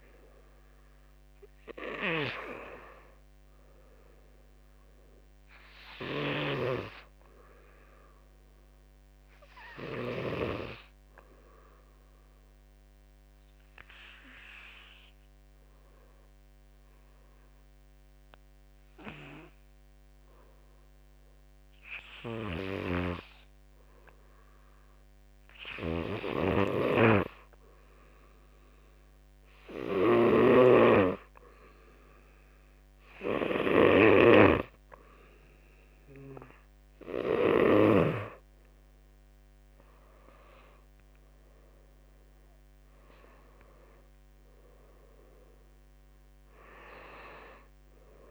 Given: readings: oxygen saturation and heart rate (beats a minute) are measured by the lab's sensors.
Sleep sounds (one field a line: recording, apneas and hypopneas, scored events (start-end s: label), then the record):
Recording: breathing in sleep by a microphone on the trachea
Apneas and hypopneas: 1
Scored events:
2.00-6.00 s: arousal
6.00-19.00 s: oxygen desaturation (device-marked, oxygen 100% before, 93% lowest, heart rate 52 before, 52 extreme)
11.00-22.50 s: obstructive apnea (oxygen 100% before, 89% lowest, heart rate 52 before, 52 extreme, up 5 after)
25.00-29.00 s: arousal
26.00-37.50 s: snoring (device-marked)
27.00-48.00 s: oxygen desaturation (device-marked, oxygen 98% before, 89% lowest, heart rate 53 before, 48 extreme)
40.00-48.31 s: drop in pulse transit time (device-marked, heart rate 56 before, 53 extreme)
From the record:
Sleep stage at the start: N2 (light sleep)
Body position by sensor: on the back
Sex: male